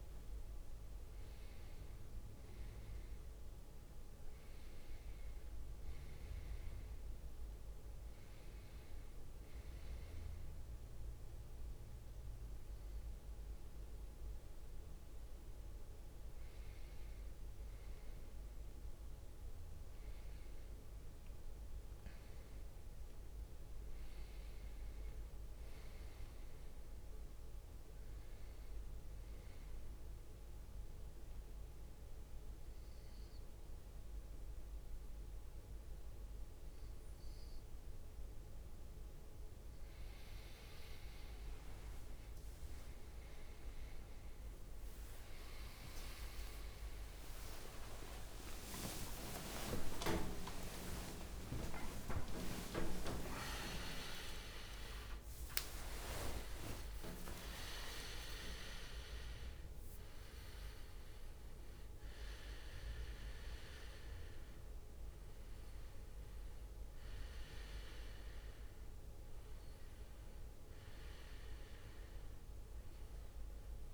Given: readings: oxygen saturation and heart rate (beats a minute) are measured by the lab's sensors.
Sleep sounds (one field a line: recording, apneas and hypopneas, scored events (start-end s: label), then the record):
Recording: a person partly awake in a sleep study, by a room microphone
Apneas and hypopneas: 1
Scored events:
3.00-73.94 s: new sleep stage, N1 (lightest sleep)
29.50-40.50 s: obstructive apnea (oxygen 98% before, 95% lowest, heart rate 68 before, 62 extreme, up 13 after)
40.50-44.50 s: leg movement (device-marked)
47.00-59.00 s: tachycardia (device-marked, heart rate 64 before, 125 extreme)
48.00-54.50 s: arousal
48.00-62.00 s: drop in pulse transit time (device-marked, heart rate 67 before, 71 extreme)
49.00-56.50 s: leg movement (device-marked)
49.50-51.50 s: long interval between heartbeats (device-marked, heart rate 67 before, 90 extreme)
53.00-55.00 s: long interval between heartbeats (device-marked, heart rate 75 before, 119 extreme)
56.00-58.00 s: long interval between heartbeats (device-marked, heart rate 83 before, 116 extreme)
From the record:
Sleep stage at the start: awake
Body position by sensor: on the right side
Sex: male